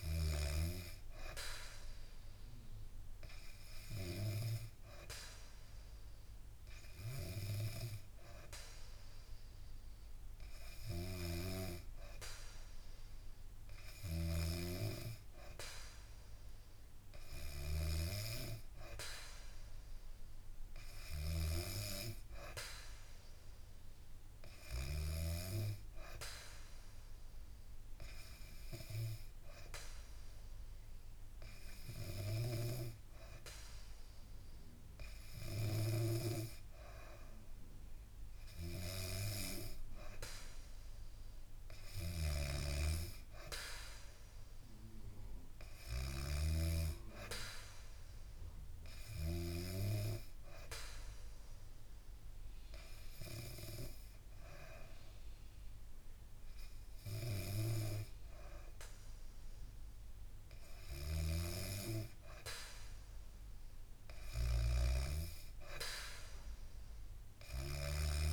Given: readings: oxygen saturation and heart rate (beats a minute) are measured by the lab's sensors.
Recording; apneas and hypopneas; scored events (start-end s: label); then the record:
breathing in sleep by a room microphone; 2
16.50-20.00 s: arousal
20.00-33.00 s: oxygen desaturation (device-marked, oxygen 97% before, 93% lowest, heart rate 72 before, 68 extreme)
26.00-38.50 s: hypopnea (oxygen 97% before, 93% lowest, heart rate 71 before, 68 extreme, up 1 after)
41.00-44.50 s: arousal
48.50-60.00 s: hypopnea (oxygen 97% before, 93% lowest, heart rate 70 before, 68 extreme, up 5 after)
60.50-64.50 s: snoring (device-marked)
62.00-66.00 s: arousal
From the record:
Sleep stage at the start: N2 (light sleep); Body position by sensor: on the back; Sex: female